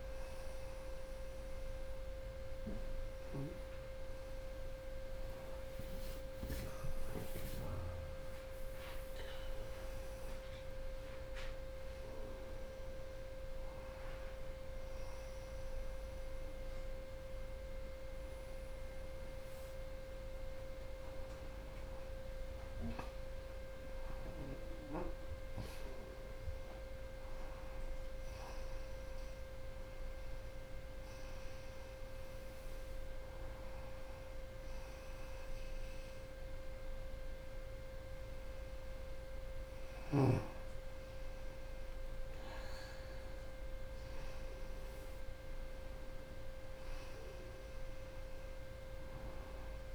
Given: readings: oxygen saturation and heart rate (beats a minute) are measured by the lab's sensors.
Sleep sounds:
a person partly awake in a sleep study, hard to hear, by a room microphone; 1
4.50-6.50 s: long interval between heartbeats (device-marked, heart rate 82 before, 65 extreme)
14.50-44.50 s: new sleep stage, N1 (lightest sleep)
16.50-24.50 s: oxygen desaturation (device-marked, oxygen 91% before, 87% lowest, heart rate 78 before, 49 extreme)
27.50-29.50 s: long interval between heartbeats (device-marked, heart rate 81 before, 74 extreme)
28.50-34.50 s: bradycardia (device-marked, heart rate 89 before, 55 extreme)
29.50-31.50 s: long interval between heartbeats (device-marked, heart rate 82 before, 74 extreme)
30.00-40.50 s: hypopnea (oxygen 92% before, 84% lowest, heart rate 82 before, 50 extreme, up 37 after)
30.50-39.50 s: oxygen desaturation (device-marked, oxygen 92% before, 88% lowest, heart rate 82 before, 53 extreme)
33.50-35.50 s: long interval between heartbeats (device-marked, heart rate 79 before, 49 extreme)
42.00-45.50 s: arousal
44.50-49.95 s: new sleep stage, N2 (light sleep)
44.50-49.95 s: oxygen desaturation (device-marked, oxygen 91% before, 86% lowest, heart rate 69 before, 65 extreme)
From the record:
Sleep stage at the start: awake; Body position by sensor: on the right side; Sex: female

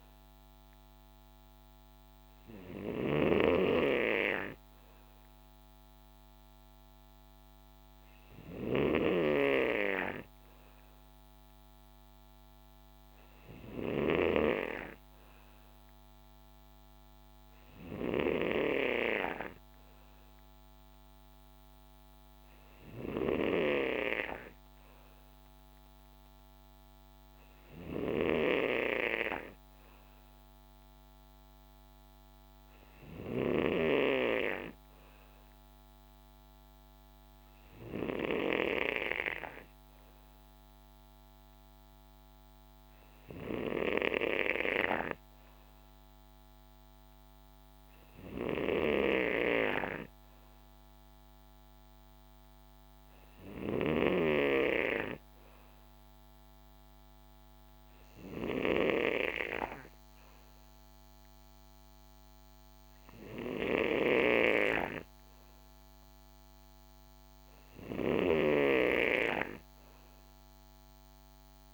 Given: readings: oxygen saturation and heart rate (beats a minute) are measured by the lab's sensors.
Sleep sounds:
breathing in sleep by a microphone on the trachea; none
none scored
From the record:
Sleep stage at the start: N3 (deep sleep); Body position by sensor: on the right side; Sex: male

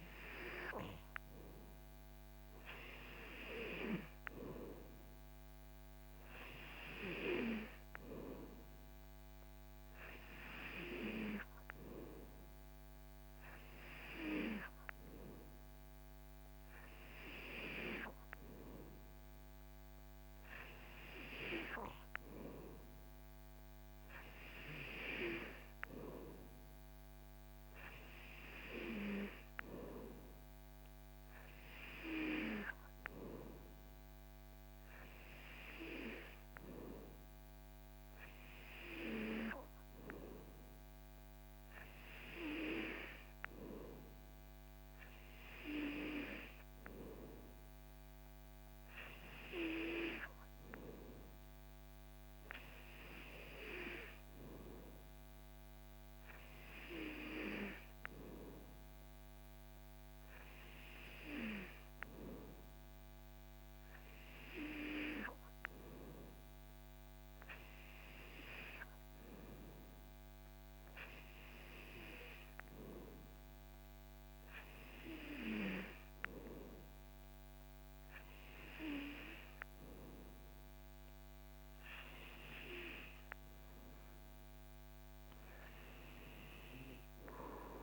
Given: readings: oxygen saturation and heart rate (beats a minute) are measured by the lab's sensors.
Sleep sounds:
breathing in sleep by a microphone on the trachea; none
none scored
From the record:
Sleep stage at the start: N2 (light sleep); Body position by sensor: on the back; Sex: male

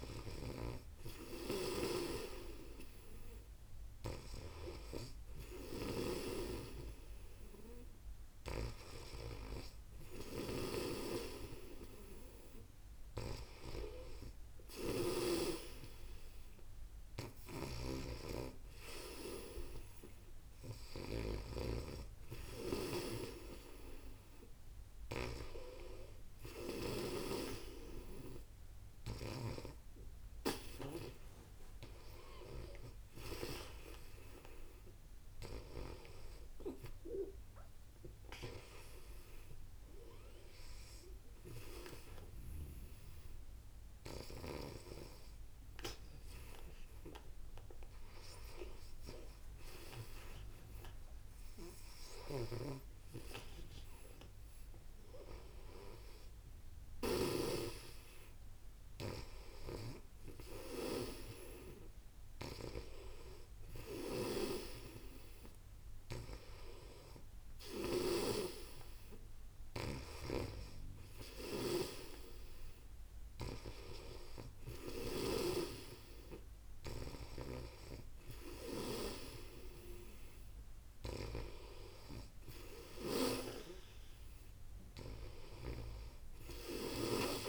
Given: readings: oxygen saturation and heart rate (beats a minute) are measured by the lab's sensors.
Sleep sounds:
breathing in sleep by a room microphone; none
1.50-8.50 s: snoring (device-marked)
17.00-29.00 s: snoring (device-marked)
32.00-37.00 s: arousal
51.50-57.00 s: snoring (device-marked)
59.00-75.00 s: snoring (device-marked)
77.00-87.49 s: snoring (device-marked)
From the record:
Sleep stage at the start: N2 (light sleep); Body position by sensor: on the back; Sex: female

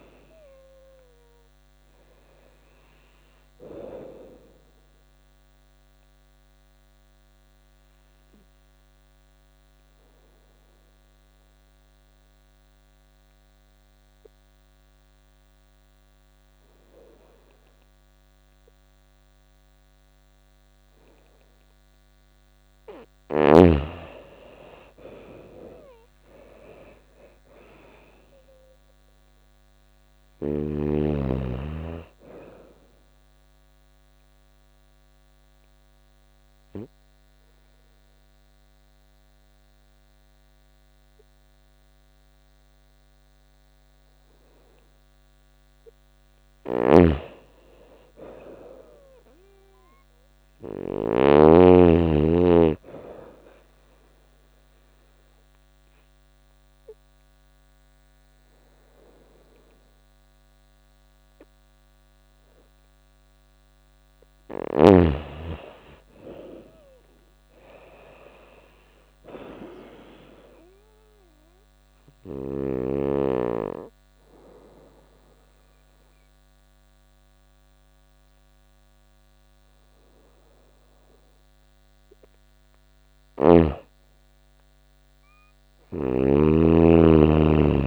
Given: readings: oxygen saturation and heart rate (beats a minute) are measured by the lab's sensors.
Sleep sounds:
breathing in sleep by a microphone on the trachea; 4
2.00-19.00 s: oxygen desaturation (device-marked, oxygen 98% before, 88% lowest, heart rate 82 before, 81 extreme)
5.00-21.50 s: obstructive apnea (oxygen 98% before, 87% lowest, heart rate 83 before, 81 extreme, up 6 after)
23.50-27.00 s: arousal
30.00-47.00 s: oxygen desaturation (device-marked, oxygen 99% before, 87% lowest, heart rate 83 before, 82 extreme)
32.50-46.00 s: obstructive apnea (oxygen 99% before, 87% lowest, heart rate 83 before, 82 extreme, up 2 after)
46.00-50.50 s: snoring (device-marked)
47.50-50.00 s: arousal
53.00-64.00 s: obstructive apnea (oxygen 98% before, 89% lowest, heart rate 83 before, 82 extreme, up 4 after)
59.00-69.00 s: oxygen desaturation (device-marked, oxygen 98% before, 90% lowest, heart rate 83 before, 82 extreme)
65.00-68.00 s: arousal
70.50-82.50 s: obstructive apnea (oxygen 98% before, 86% lowest, heart rate 84 before, 82 extreme, up 2 after)
79.00-87.00 s: oxygen desaturation (device-marked, oxygen 96% before, 91% lowest, heart rate 85 before, 82 extreme)
From the record:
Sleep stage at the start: N2 (light sleep); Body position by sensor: on the right side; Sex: female

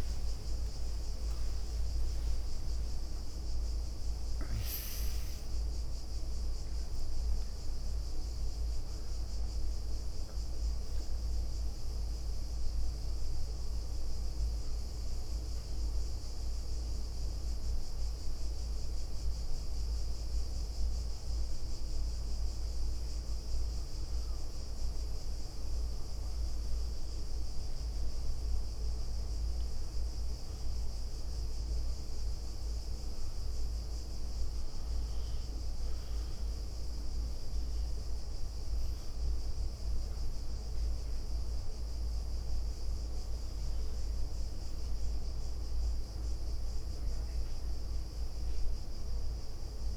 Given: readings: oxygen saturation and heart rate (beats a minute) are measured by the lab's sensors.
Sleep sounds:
breathing in sleep, hard to hear, by a room microphone; 1
0.00-1.50 s: arousal
0.00-3.50 s: tachycardia (device-marked, heart rate 163 extreme)
0.00-5.50 s: leg movement (device-marked)
1.50-3.50 s: long interval between heartbeats (device-marked, heart rate 86 before, 163 extreme)
7.00-10.00 s: leg movement (device-marked)
10.50-21.50 s: hypopnea (oxygen 99% before, 94% lowest, heart rate 103 before, 69 extreme)
11.00-13.50 s: leg movement (device-marked)
14.50-17.00 s: leg movement (device-marked)
17.50-19.00 s: leg movement (device-marked)
22.50-29.50 s: leg movement (device-marked)
23.50-27.00 s: arousal
31.50-42.00 s: leg movement (device-marked)
From the record:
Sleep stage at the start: N2 (light sleep); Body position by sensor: on the right side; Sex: female

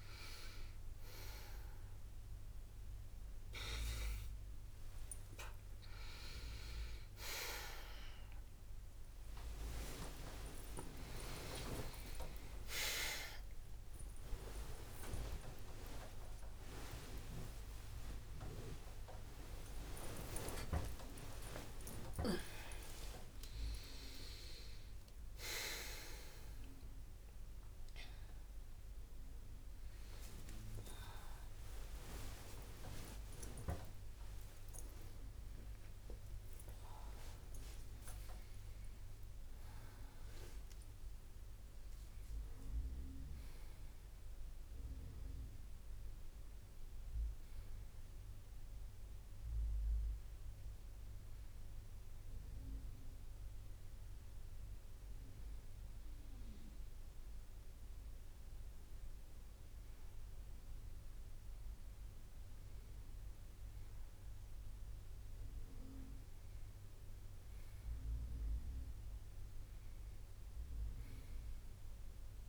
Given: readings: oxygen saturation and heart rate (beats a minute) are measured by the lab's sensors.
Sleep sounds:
a person partly awake in a sleep study, by a room microphone; none
0.00-1.50 s: drop in pulse transit time (device-marked, heart rate 62 extreme)
0.00-19.50 s: oxygen desaturation (device-marked, oxygen 92% lowest, heart rate 63 extreme)
8.50-23.50 s: drop in pulse transit time (device-marked, heart rate 62 before, 70 extreme)
10.50-12.50 s: long interval between heartbeats (device-marked, heart rate 63 before, 79 extreme)
10.50-40.50 s: new sleep stage, awake
20.00-22.00 s: long interval between heartbeats (device-marked, heart rate 74 before, 97 extreme)
28.50-34.50 s: drop in pulse transit time (device-marked, heart rate 86 before, 84 extreme)
30.00-32.00 s: long interval between heartbeats (device-marked, heart rate 87 before, 86 extreme)
30.50-32.50 s: tachycardia (device-marked, heart rate 63 before, 87 extreme)
33.00-35.00 s: long interval between heartbeats (device-marked, heart rate 89 before, 94 extreme)
40.50-47.50 s: oxygen desaturation (device-marked, oxygen 97% before, 94% lowest, heart rate 90 before, 62 extreme)
40.50-72.49 s: new sleep stage, N1 (lightest sleep)
52.50-67.50 s: drop in pulse transit time (device-marked, heart rate 74 before, 62 extreme)
66.50-72.49 s: oxygen desaturation (device-marked, oxygen 96% before, 91% lowest, heart rate 63 before, 61 extreme)
From the record:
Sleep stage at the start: N2 (light sleep); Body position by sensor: on the right side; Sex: female

